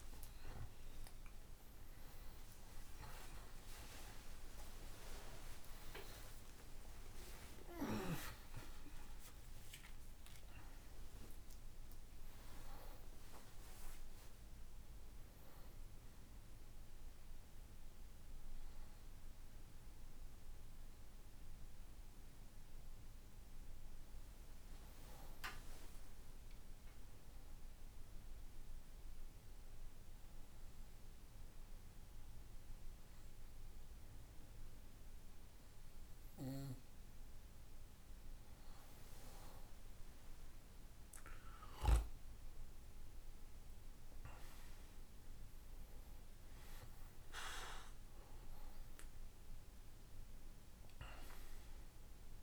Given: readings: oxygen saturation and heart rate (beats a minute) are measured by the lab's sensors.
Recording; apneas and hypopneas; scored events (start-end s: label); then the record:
breathing in sleep by a room microphone; 1
0.00-5.00 s: arousal
0.00-5.00 s: tachycardia (device-marked, heart rate 71 before, 108 extreme)
27.00-38.50 s: obstructive apnea (oxygen 97% before, 92% lowest, heart rate 76 before, 63 extreme, up 9 after)
37.00-52.43 s: new sleep stage, N2 (light sleep)
43.00-48.00 s: arousal
44.00-52.43 s: oxygen desaturation (device-marked, oxygen 97% before, 93% lowest, heart rate 68 before, 55 extreme)
From the record:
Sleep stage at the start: N1 (lightest sleep); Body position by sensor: on the back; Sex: male